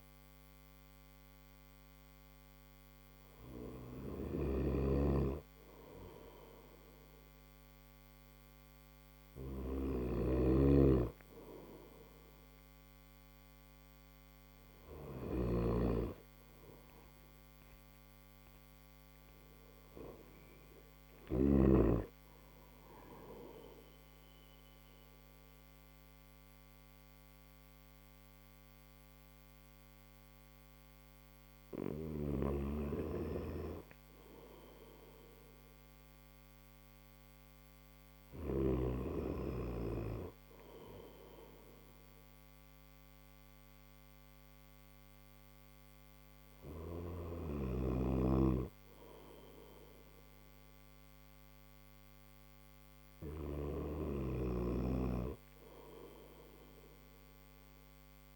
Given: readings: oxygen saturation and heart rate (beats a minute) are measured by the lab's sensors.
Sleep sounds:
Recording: breathing in sleep by a microphone on the trachea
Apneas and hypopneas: none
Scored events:
3.50-21.00 s: snoring (device-marked)
31.50-38.00 s: snoring (device-marked)
From the record:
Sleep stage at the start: N1 (lightest sleep)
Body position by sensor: on the right side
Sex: male

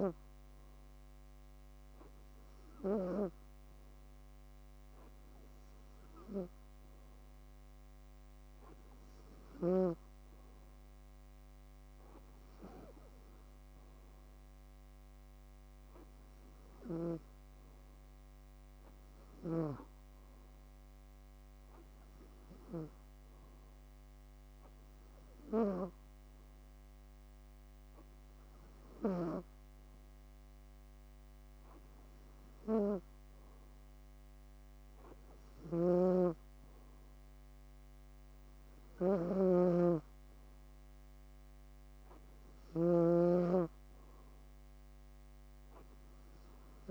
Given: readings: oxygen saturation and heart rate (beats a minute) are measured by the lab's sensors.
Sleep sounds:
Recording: breathing in sleep by a microphone on the trachea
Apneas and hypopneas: none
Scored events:
35.00-42.50 s: snoring (device-marked)
From the record:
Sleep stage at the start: N2 (light sleep)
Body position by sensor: on the back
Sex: female

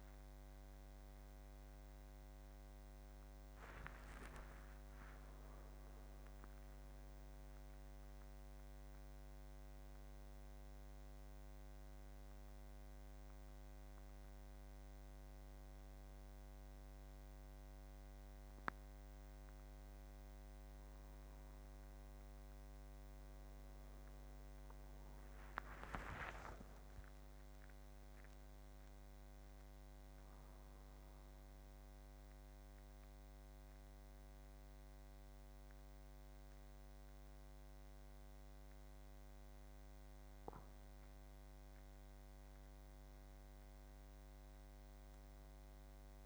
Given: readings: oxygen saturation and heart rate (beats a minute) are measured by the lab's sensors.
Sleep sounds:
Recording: a person awake in a sleep study, hard to hear, by a microphone on the trachea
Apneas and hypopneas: none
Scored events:
none scored
From the record:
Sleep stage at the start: awake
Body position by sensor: on the back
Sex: male

